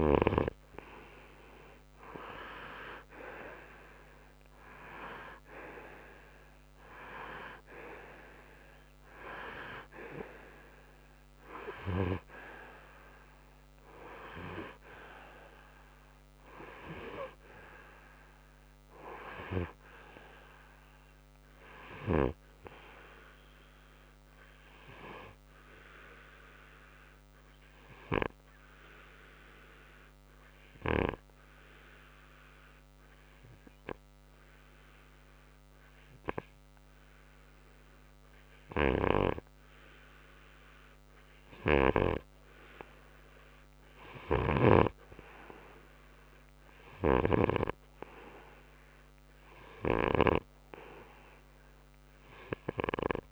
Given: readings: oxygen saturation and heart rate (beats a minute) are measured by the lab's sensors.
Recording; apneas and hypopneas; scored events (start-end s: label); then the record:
breathing in sleep by a microphone on the trachea; 1
5.00-8.50 s: arousal
25.50-43.00 s: obstructive apnea (oxygen 95% before, 91% lowest, heart rate 66 before, 56 extreme, up 4 after)
41.50-45.00 s: snoring (device-marked)
From the record:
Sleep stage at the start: N2 (light sleep); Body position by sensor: on the right side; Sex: male